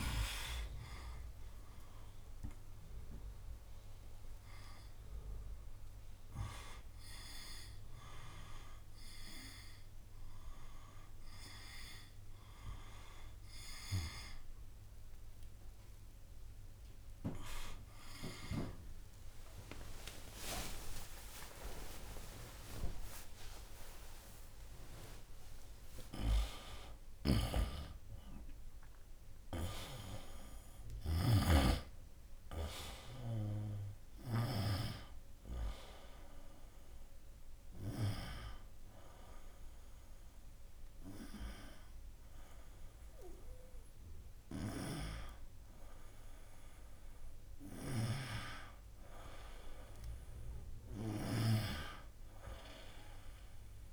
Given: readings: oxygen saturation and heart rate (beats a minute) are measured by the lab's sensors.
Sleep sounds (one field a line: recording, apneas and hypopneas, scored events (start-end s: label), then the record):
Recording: a person awake in a sleep study, by a room microphone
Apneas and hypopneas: none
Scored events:
0.00-6.00 s: tachycardia (device-marked, heart rate 140 extreme)
3.50-5.50 s: long interval between heartbeats (device-marked, heart rate 117 before, 109 extreme)
5.50-7.50 s: long interval between heartbeats (device-marked, heart rate 118 before, 106 extreme)
14.00-25.00 s: tachycardia (device-marked, heart rate 76 before, 150 extreme)
17.50-19.50 s: long interval between heartbeats (device-marked, heart rate 107 before, 107 extreme)
21.50-23.50 s: long interval between heartbeats (device-marked, heart rate 103 before, 149 extreme)
27.00-34.50 s: snoring (device-marked)
43.00-53.93 s: new sleep stage, N1 (lightest sleep)
44.50-51.50 s: snoring (device-marked)
From the record:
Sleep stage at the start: awake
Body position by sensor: on the right side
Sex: male